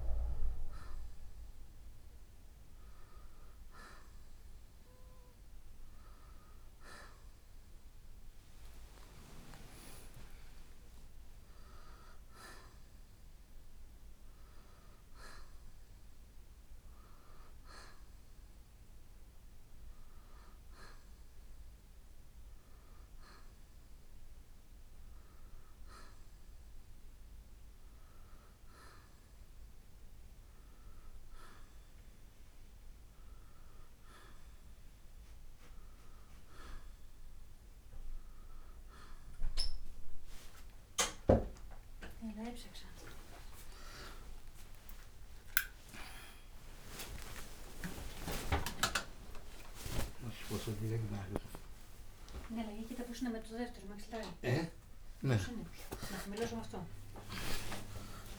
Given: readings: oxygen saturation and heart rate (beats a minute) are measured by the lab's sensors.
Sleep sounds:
a person partly awake in a sleep study, by a room microphone; none
38.50-58.39 s: new sleep stage, awake
54.50-58.39 s: snoring (device-marked)
From the record:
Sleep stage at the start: N1 (lightest sleep); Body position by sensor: on the right side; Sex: male

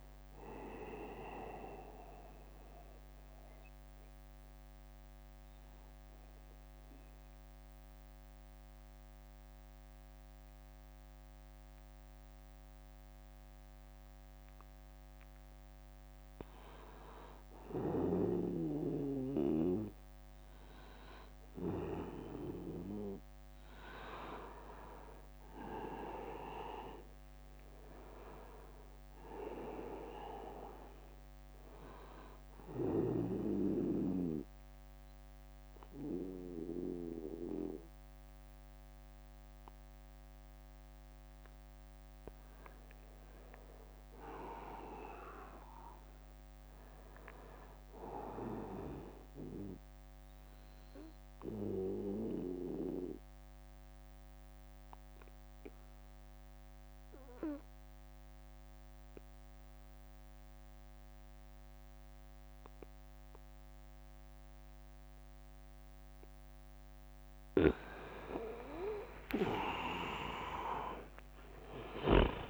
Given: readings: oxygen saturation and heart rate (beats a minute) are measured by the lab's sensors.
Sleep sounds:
breathing in sleep by a microphone on the trachea; 3
0.00-2.50 s: oxygen desaturation (device-marked, oxygen 93% lowest, heart rate 58 extreme)
0.00-6.50 s: drop in pulse transit time (device-marked, heart rate 72 extreme)
2.00-15.00 s: obstructive apnea (oxygen 98% before, 92% lowest, heart rate 80 before, 53 extreme, up 18 after)
16.50-19.50 s: arousal
26.00-28.00 s: long interval between heartbeats (device-marked, heart rate 70 before, 76 extreme)
28.50-33.50 s: bradycardia (device-marked, heart rate 77 before, 57 extreme)
31.50-33.50 s: long interval between heartbeats (device-marked, heart rate 70 before, 57 extreme)
32.50-42.50 s: obstructive apnea (oxygen 99% before, 90% lowest, heart rate 69 before, 55 extreme, up 35 after)
32.50-51.50 s: oxygen desaturation (device-marked, oxygen 99% before, 95% lowest, heart rate 69 before, 55 extreme)
42.00-44.00 s: long interval between heartbeats (device-marked, heart rate 67 before, 88 extreme)
44.00-47.00 s: arousal
44.50-46.50 s: bradycardia (device-marked, heart rate 77 before, 68 extreme)
51.00-53.00 s: long interval between heartbeats (device-marked, heart rate 66 before, 73 extreme)
51.00-66.50 s: obstructive apnea (oxygen 99% before, 90% lowest, heart rate 66 before, 58 extreme, up 6 after)
53.00-55.00 s: long interval between heartbeats (device-marked, heart rate 67 before, 65 extreme)
56.50-58.50 s: long interval between heartbeats (device-marked, heart rate 69 before, 58 extreme)
63.00-65.00 s: long interval between heartbeats (device-marked, heart rate 67 before, 73 extreme)
65.00-67.00 s: long interval between heartbeats (device-marked, heart rate 66 before, 77 extreme)
69.50-72.50 s: arousal
71.50-72.50 s: long interval between heartbeats (device-marked, heart rate 67 before, 66 extreme)
From the record:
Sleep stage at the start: N2 (light sleep); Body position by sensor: on the back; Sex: male

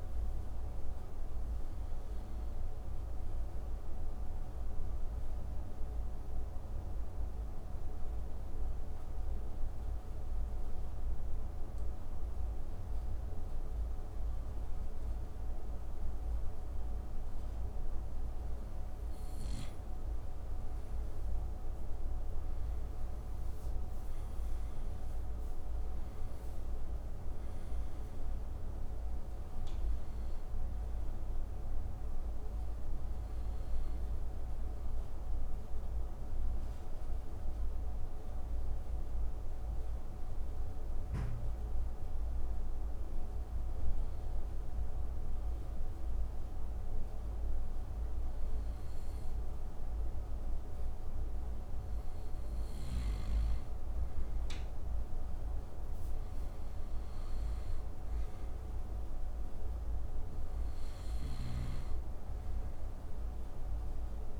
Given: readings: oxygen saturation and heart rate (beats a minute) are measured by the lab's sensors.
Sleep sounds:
breathing in sleep, hard to hear, by a room microphone; 2
0.00-15.50 s: oxygen desaturation (device-marked, oxygen 88% lowest)
3.00-17.50 s: mixed apnea (oxygen 95% before, 88% lowest)
20.50-26.00 s: arousal
29.50-45.50 s: oxygen desaturation (device-marked, oxygen 96% before, 89% lowest)
36.50-51.50 s: obstructive apnea (oxygen 96% before, 89% lowest)
54.50-58.00 s: arousal
58.50-64.40 s: oxygen desaturation (device-marked, oxygen 96% before, 90% lowest)
From the record:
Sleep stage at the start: N2 (light sleep); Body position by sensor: on the right side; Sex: male

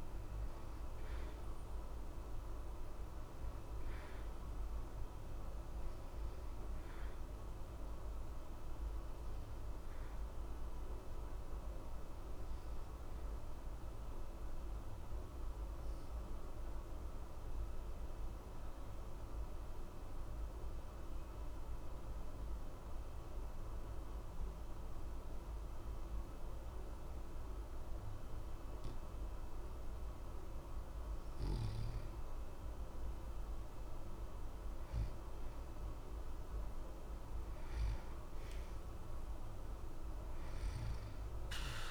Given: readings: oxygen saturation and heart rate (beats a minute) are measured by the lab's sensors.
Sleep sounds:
breathing in sleep, hard to hear, by a room microphone; 1
0.50-23.50 s: oxygen desaturation (device-marked, oxygen 93% before, 88% lowest, heart rate 61 before, 60 extreme)
12.50-31.00 s: mixed apnea (oxygen 93% before, 87% lowest, heart rate 60 before, 60 extreme, up 2 after)
33.00-36.00 s: arousal
From the record:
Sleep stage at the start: N2 (light sleep); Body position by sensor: on the back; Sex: male

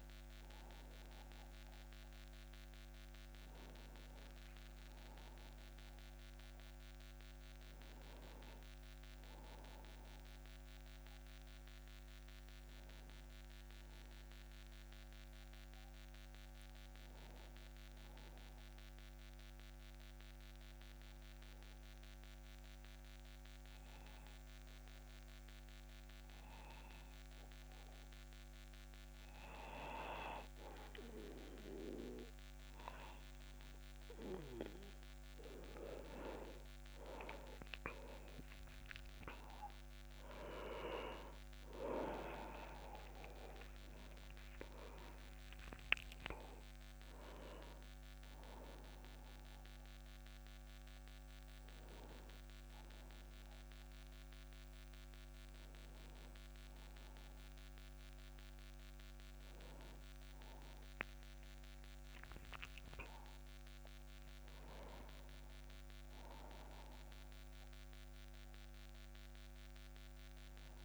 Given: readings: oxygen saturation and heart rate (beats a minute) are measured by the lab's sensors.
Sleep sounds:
breathing in sleep by a microphone on the trachea; 1
12.50-16.00 s: arousal
18.50-33.50 s: obstructive apnea (oxygen 97% before, 93% lowest, heart rate 54 before, 35 extreme, up 11 after)
35.50-39.50 s: arousal
37.50-59.50 s: oxygen desaturation (device-marked, oxygen 97% before, 93% lowest, heart rate 52 before, 34 extreme)
63.50-67.50 s: arousal
From the record:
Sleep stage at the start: N1 (lightest sleep); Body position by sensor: on the back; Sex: male

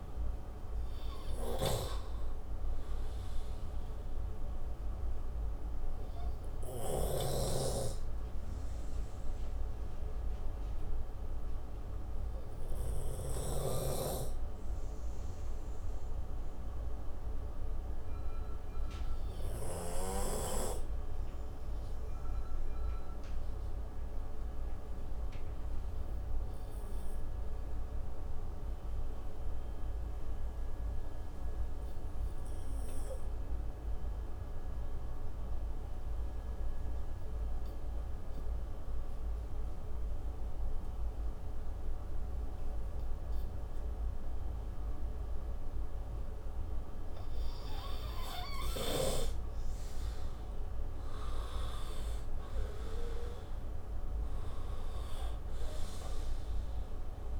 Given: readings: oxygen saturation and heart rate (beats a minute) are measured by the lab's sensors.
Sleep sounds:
breathing in sleep by a room microphone; 1
8.00-46.50 s: obstructive apnea (oxygen 98% before, 89% lowest)
14.00-20.50 s: snoring (device-marked)
14.50-21.50 s: oxygen desaturation (device-marked, oxygen 96% before, 89% lowest)
34.50-56.50 s: oxygen desaturation (device-marked, oxygen 99% before, 93% lowest)
52.00-55.50 s: arousal
From the record:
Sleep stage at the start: N2 (light sleep); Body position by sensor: on the right side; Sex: male

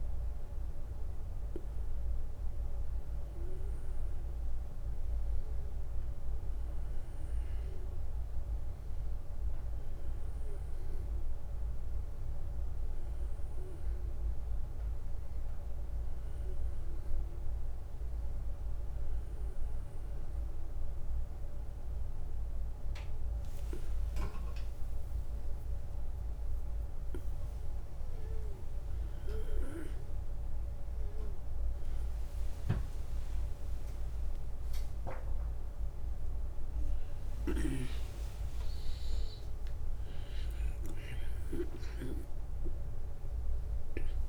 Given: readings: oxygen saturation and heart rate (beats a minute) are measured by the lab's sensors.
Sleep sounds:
a person awake in a sleep study, by a room microphone; none
none scored
From the record:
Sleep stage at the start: awake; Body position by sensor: on the back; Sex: male

